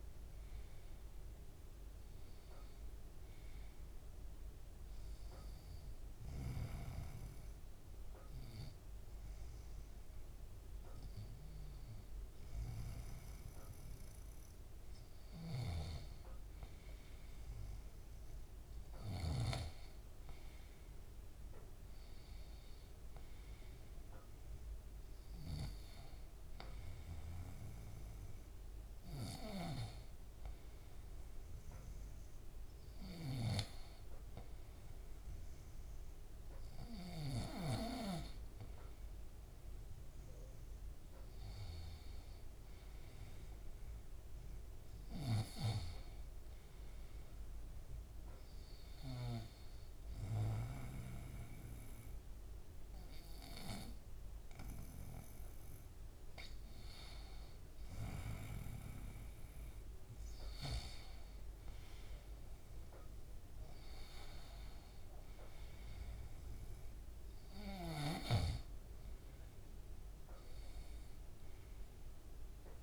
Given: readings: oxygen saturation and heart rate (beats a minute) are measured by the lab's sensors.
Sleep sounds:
breathing in sleep by a room microphone; 2
0.00-1.00 s: oxygen desaturation (device-marked, oxygen 91% lowest, heart rate 87 extreme)
0.00-2.50 s: arousal
5.00-15.50 s: obstructive apnea (oxygen 94% before, 90% lowest, heart rate 122 before, 87 extreme, up 13 after)
17.50-20.50 s: arousal
26.00-40.00 s: oxygen desaturation (device-marked, oxygen 93% before, 90% lowest, heart rate 122 before, 108 extreme)
42.00-45.00 s: arousal
47.50-58.50 s: hypopnea (oxygen 94% before, 88% lowest, heart rate 121 before, 120 extreme, up 60 after)
64.00-68.00 s: arousal
From the record:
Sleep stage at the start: N2 (light sleep); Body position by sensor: on the right side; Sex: male

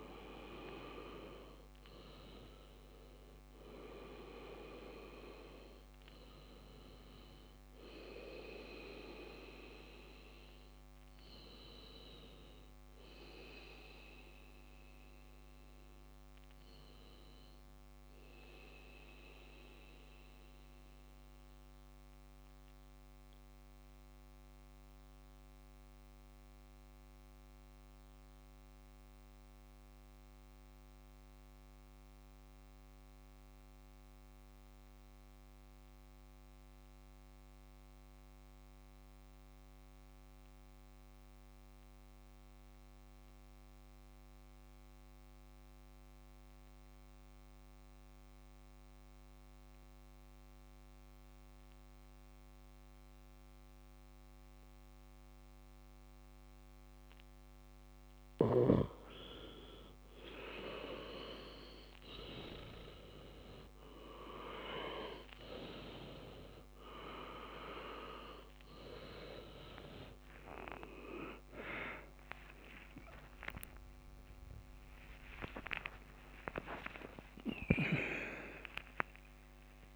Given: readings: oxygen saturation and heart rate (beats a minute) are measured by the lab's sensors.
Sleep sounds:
breathing in sleep by a microphone on the trachea; 1
0.00-5.00 s: oxygen desaturation (device-marked, oxygen 93% lowest, heart rate 62 extreme)
19.50-58.00 s: mixed apnea (oxygen 96% before, 94% lowest, heart rate 71 before, 57 extreme, up 13 after)
60.00-77.00 s: oxygen desaturation (device-marked, oxygen 98% before, 94% lowest, heart rate 62 before, 70 extreme)
62.00-79.96 s: new sleep stage, N1 (lightest sleep)
71.00-77.50 s: arousal
From the record:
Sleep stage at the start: REM sleep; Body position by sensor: on the back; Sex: male

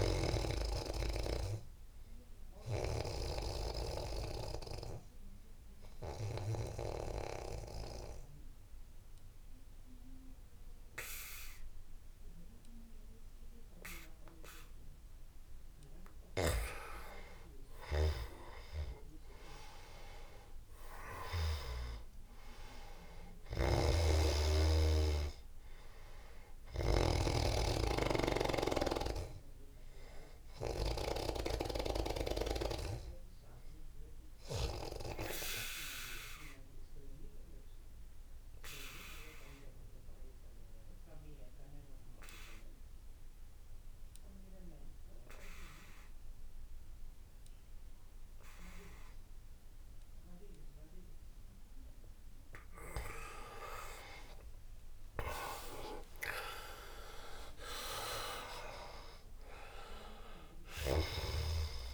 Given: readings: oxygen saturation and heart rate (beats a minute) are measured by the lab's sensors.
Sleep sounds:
breathing in sleep by a room microphone; 2
0.00-11.00 s: oxygen desaturation (device-marked, oxygen 89% lowest, heart rate 75 extreme)
0.50-15.50 s: obstructive apnea (oxygen 98% before, 87% lowest, heart rate 80 before, 75 extreme, up 13 after)
18.00-23.50 s: arousal
23.00-36.00 s: oxygen desaturation (device-marked, oxygen 99% before, 93% lowest, heart rate 83 before, 77 extreme)
29.00-51.50 s: obstructive apnea (oxygen 99% before, 87% lowest, heart rate 83 before, 77 extreme, up 7 after)
50.00-61.94 s: oxygen desaturation (device-marked, oxygen 98% before, 87% lowest, heart rate 84 before, 75 extreme)
53.50-58.00 s: arousal
From the record:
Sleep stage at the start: N2 (light sleep); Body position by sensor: on the back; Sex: male

